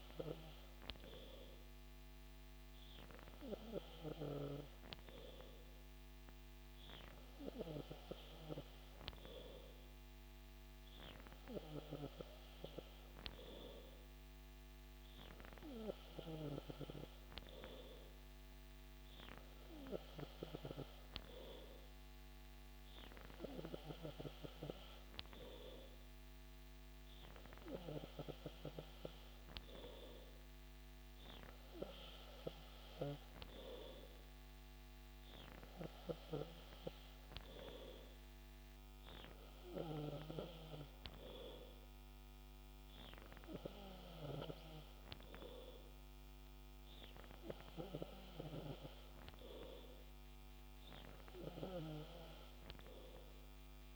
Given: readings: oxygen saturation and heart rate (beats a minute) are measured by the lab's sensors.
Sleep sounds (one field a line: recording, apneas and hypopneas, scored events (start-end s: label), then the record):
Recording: breathing in sleep by a microphone on the trachea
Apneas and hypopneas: none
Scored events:
27.00-53.96 s: new sleep stage, N3 (deep sleep)
From the record:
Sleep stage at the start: N2 (light sleep)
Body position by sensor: on the back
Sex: male